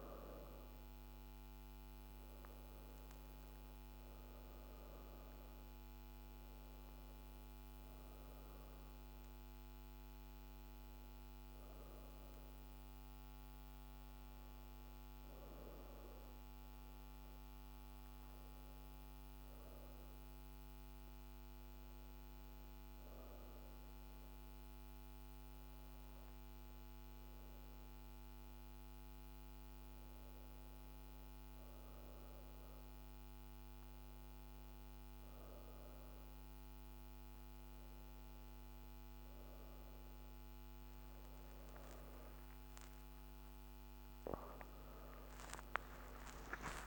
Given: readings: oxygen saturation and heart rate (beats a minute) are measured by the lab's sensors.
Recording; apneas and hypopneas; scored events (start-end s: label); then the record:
breathing in sleep, hard to hear, by a microphone on the trachea; 1
11.50-22.50 s: hypopnea (oxygen 94% before, 93% lowest)
28.00-45.00 s: oxygen desaturation (device-marked, oxygen 96% before, 93% lowest)
From the record:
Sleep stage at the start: N2 (light sleep); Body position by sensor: on the back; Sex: female